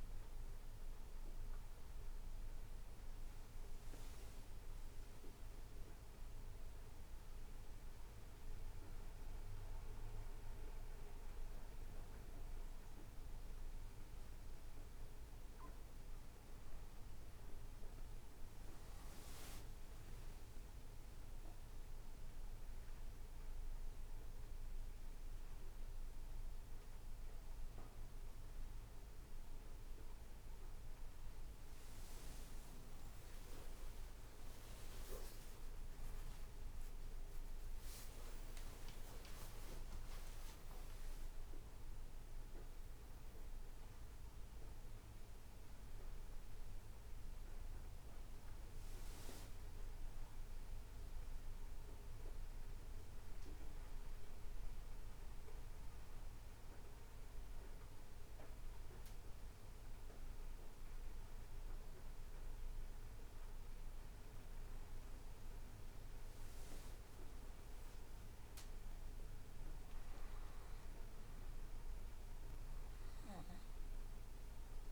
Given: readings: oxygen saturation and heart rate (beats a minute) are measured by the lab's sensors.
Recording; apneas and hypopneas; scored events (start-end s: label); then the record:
breathing in sleep, hard to hear, by a room microphone; 1
30.00-60.00 s: new sleep stage, N1 (lightest sleep)
34.50-40.50 s: arousal
52.00-66.00 s: hypopnea (oxygen 96% before, 94% lowest, heart rate 70 before, 61 extreme, up 13 after)
60.00-74.92 s: new sleep stage, N2 (light sleep)
68.50-72.50 s: arousal
From the record:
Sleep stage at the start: N2 (light sleep); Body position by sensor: on the right side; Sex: male